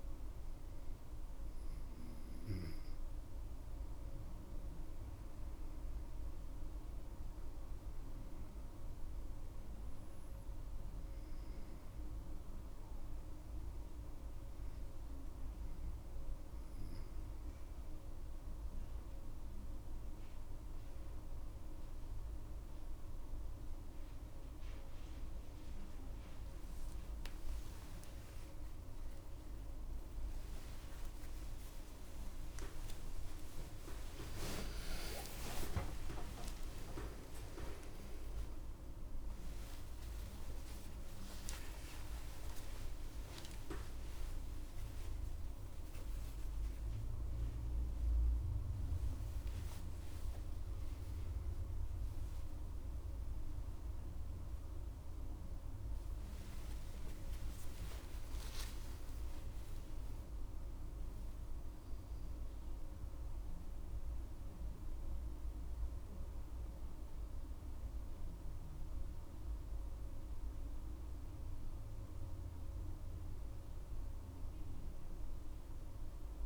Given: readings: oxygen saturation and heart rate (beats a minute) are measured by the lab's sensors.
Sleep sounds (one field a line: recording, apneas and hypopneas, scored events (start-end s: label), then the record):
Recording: a person partly awake in a sleep study, hard to hear, by a room microphone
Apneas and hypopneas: none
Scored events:
24.00-54.00 s: new sleep stage, awake
54.00-76.46 s: new sleep stage, N1 (lightest sleep)
From the record:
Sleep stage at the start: N2 (light sleep)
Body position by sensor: on the right side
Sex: female